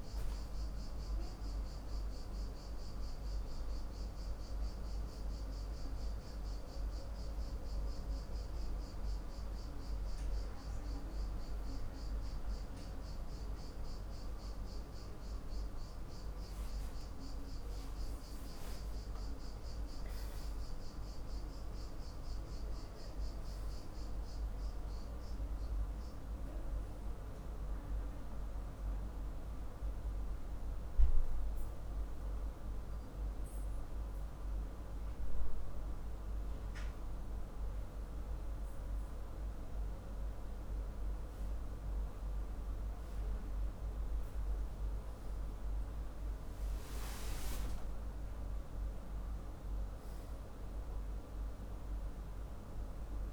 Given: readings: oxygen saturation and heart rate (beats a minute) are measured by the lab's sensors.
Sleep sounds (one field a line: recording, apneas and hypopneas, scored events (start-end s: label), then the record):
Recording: breathing in sleep, hard to hear, by a room microphone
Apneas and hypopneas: 2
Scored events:
5.50-17.00 s: hypopnea (oxygen 98% before, 94% lowest, heart rate 63 before, 56 extreme, up 7 after)
18.50-22.00 s: arousal
22.00-36.00 s: oxygen desaturation (device-marked, oxygen 97% before, 94% lowest, heart rate 59 before, 56 extreme)
34.50-44.50 s: hypopnea (oxygen 97% before, 94% lowest, heart rate 60 before, 56 extreme, up 33 after)
46.00-49.50 s: arousal
From the record:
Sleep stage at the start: N2 (light sleep)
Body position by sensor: on the back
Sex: male